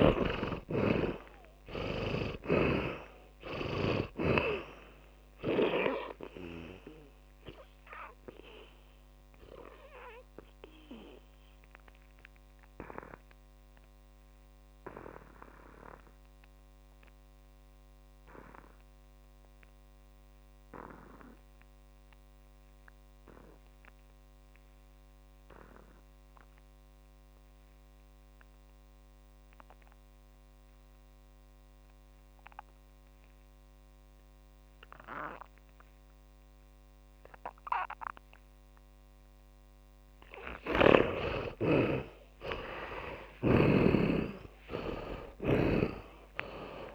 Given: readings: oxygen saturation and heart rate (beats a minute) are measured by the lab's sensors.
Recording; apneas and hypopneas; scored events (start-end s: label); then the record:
breathing in sleep by a microphone on the trachea; 1
0.00-3.50 s: arousal
0.00-3.50 s: snoring (device-marked)
0.00-21.50 s: oxygen desaturation (device-marked, oxygen 75% lowest, heart rate 45 extreme)
9.00-40.00 s: obstructive apnea (oxygen 100% before, 69% lowest, heart rate 59 before, 45 extreme, up 26 after)
31.50-46.94 s: oxygen desaturation (device-marked, oxygen 99% before, 69% lowest, heart rate 68 before, 45 extreme)
From the record:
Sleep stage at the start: N2 (light sleep); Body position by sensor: on the back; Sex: male